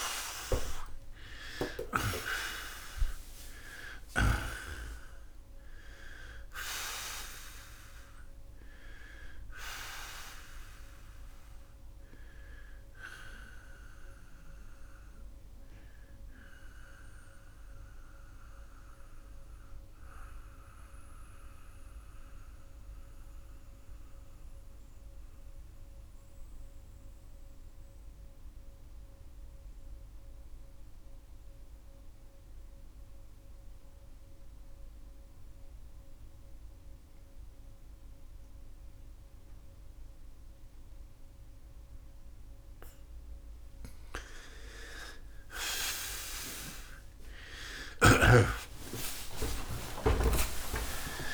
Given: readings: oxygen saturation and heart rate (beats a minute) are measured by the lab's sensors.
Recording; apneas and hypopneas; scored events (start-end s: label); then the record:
breathing in sleep by a room microphone; 1
0.00-1.00 s: arousal
16.50-43.00 s: mixed apnea (oxygen 94% before, 85% lowest, heart rate 98 before, 66 extreme, up 56 after)
21.00-41.00 s: oxygen desaturation (device-marked, oxygen 92% before, 85% lowest, heart rate 94 before, 66 extreme)
26.00-51.34 s: new sleep stage, N2 (light sleep)
45.00-50.00 s: arousal
48.00-51.34 s: snoring (device-marked)
From the record:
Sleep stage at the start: N1 (lightest sleep); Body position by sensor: on the back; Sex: male